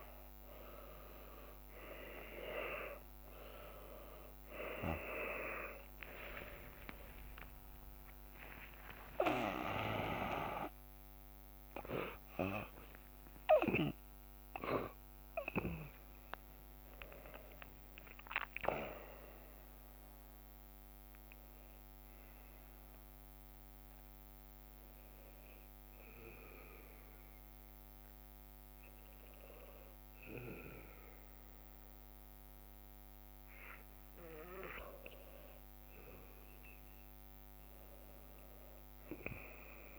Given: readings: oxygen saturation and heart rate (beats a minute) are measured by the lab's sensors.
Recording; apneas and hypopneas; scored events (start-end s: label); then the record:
breathing in sleep by a microphone on the trachea; none
1.00-4.00 s: leg movement (device-marked)
5.00-25.00 s: oxygen desaturation (device-marked, oxygen 99% before, 95% lowest, heart rate 58 before, 56 extreme)
5.50-11.00 s: arousal
6.00-12.00 s: tachycardia (device-marked, heart rate 58 before, 105 extreme)
7.00-9.00 s: long interval between heartbeats (device-marked, heart rate 59 before, 76 extreme)
9.00-11.00 s: long interval between heartbeats (device-marked, heart rate 61 before, 105 extreme)
9.00-24.00 s: drop in pulse transit time (device-marked, heart rate 61 before, 69 extreme)
12.50-14.50 s: long interval between heartbeats (device-marked, heart rate 68 before, 112 extreme)
13.00-18.50 s: leg movement (device-marked)
21.00-22.00 s: leg movement (device-marked)
24.50-28.50 s: leg movement (device-marked)
29.00-36.00 s: bradycardia (device-marked, heart rate 59 before, 57 extreme)
30.00-39.99 s: new sleep stage, N2 (light sleep)
33.00-36.00 s: leg movement (device-marked)
36.00-38.50 s: leg movement (device-marked)
36.50-39.50 s: arousal
38.00-39.99 s: drop in pulse transit time (device-marked, heart rate 64 before, 58 extreme)
From the record:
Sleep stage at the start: N1 (lightest sleep); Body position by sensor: on the back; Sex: male